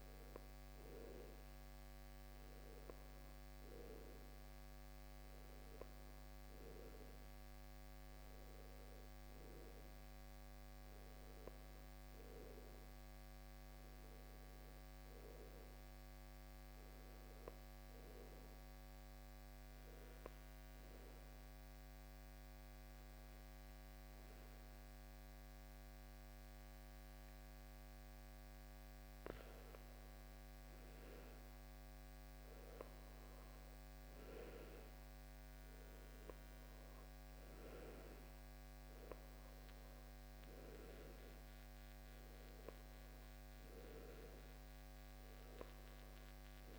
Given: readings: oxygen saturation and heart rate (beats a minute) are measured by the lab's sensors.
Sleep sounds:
breathing in sleep by a microphone on the trachea; 1
21.50-32.00 s: obstructive apnea (oxygen 94% before, 93% lowest, heart rate 64 before, 55 extreme, up 13 after)
35.50-39.00 s: arousal
From the record:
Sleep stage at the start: N1 (lightest sleep); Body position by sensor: on the back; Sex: male

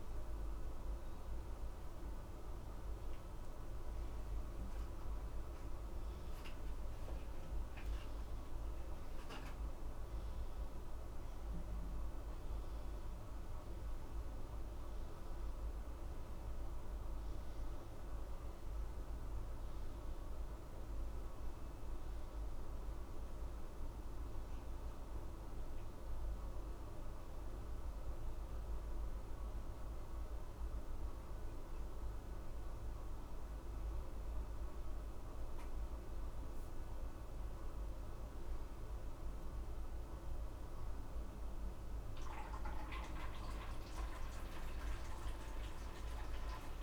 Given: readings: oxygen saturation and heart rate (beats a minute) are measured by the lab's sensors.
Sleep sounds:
a person awake in a sleep study, hard to hear, by a room microphone; none
13.50-46.50 s: oxygen desaturation (device-marked, oxygen 95% before, 90% lowest, heart rate 76 before, 68 extreme)
From the record:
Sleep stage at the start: awake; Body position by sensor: upright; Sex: male

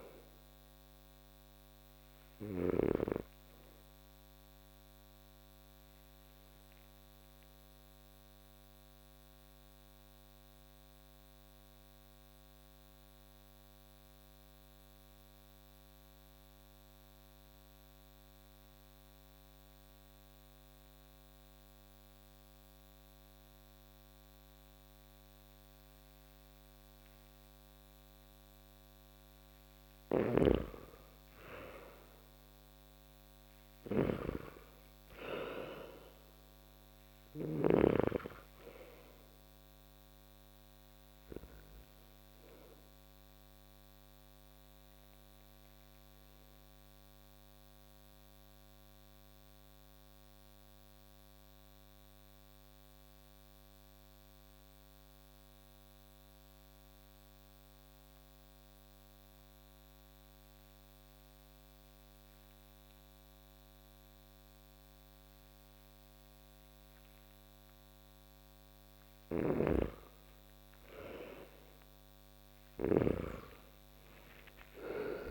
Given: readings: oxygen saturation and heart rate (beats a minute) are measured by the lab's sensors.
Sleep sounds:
breathing in sleep by a microphone on the trachea; 2
0.00-2.50 s: snoring (device-marked)
0.00-20.00 s: oxygen desaturation (device-marked, oxygen 82% lowest)
6.00-29.00 s: mixed apnea (oxygen 98% before, 82% lowest)
29.50-37.00 s: snoring (device-marked)
31.00-61.00 s: oxygen desaturation (device-marked, oxygen 98% before, 83% lowest)
35.50-39.00 s: arousal
44.00-68.00 s: mixed apnea (oxygen 98% before, 83% lowest)
68.50-72.50 s: snoring (device-marked)
70.50-74.50 s: arousal
74.00-75.31 s: oxygen desaturation (device-marked, oxygen 97% before, 87% lowest)
From the record:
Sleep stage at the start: N2 (light sleep); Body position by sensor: on the back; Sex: male

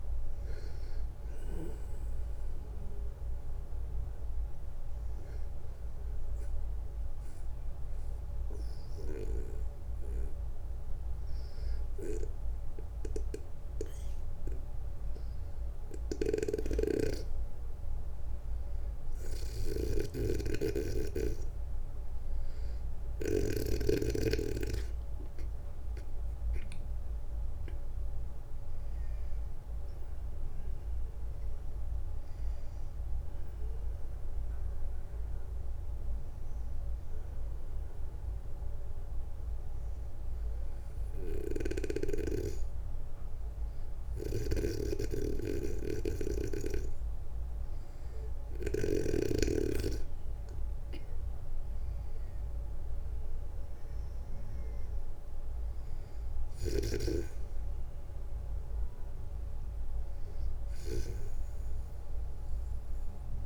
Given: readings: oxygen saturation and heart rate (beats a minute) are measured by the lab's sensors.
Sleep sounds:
breathing in sleep by a room microphone; 1
0.00-3.00 s: oxygen desaturation (device-marked, oxygen 90% lowest, heart rate 61 extreme)
4.00-16.00 s: hypopnea (oxygen 94% before, 89% lowest, heart rate 67 before, 61 extreme, up 4 after)
11.00-20.00 s: oxygen desaturation (device-marked, oxygen 92% before, 89% lowest, heart rate 68 before, 61 extreme)
15.00-23.00 s: snoring (device-marked)
23.00-27.00 s: arousal
40.50-48.00 s: snoring (device-marked)
49.50-53.50 s: arousal
55.50-63.45 s: snoring (device-marked)
From the record:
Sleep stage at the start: N2 (light sleep); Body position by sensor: on the back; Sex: male

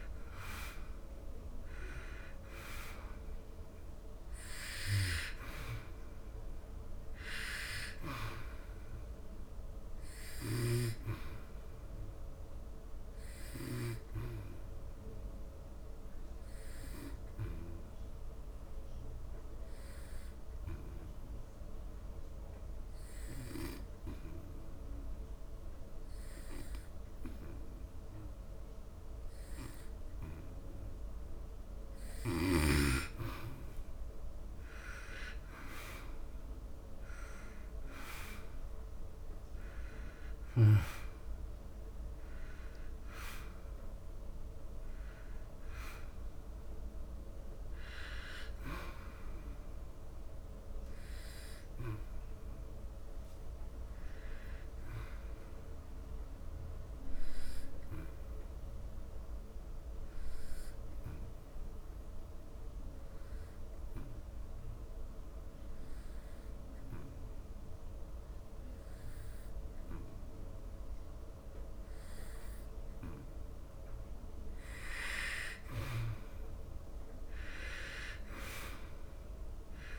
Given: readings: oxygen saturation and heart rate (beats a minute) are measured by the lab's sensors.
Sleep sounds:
breathing in sleep by a room microphone; 2
0.00-22.50 s: oxygen desaturation (device-marked, oxygen 88% lowest, heart rate 71 extreme)
14.50-32.00 s: obstructive apnea (oxygen 99% before, 88% lowest, heart rate 76 before, 71 extreme, up 11 after)
33.50-37.00 s: arousal
41.50-59.50 s: oxygen desaturation (device-marked, oxygen 96% before, 90% lowest, heart rate 75 before, 71 extreme)
56.50-73.50 s: obstructive apnea (oxygen 98% before, 89% lowest, heart rate 81 before, 71 extreme, up 9 after)
75.50-79.50 s: arousal
78.50-79.99 s: oxygen desaturation (device-marked, oxygen 97% before, 89% lowest, heart rate 75 before, 67 extreme)
From the record:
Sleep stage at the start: N2 (light sleep); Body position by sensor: on the back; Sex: male

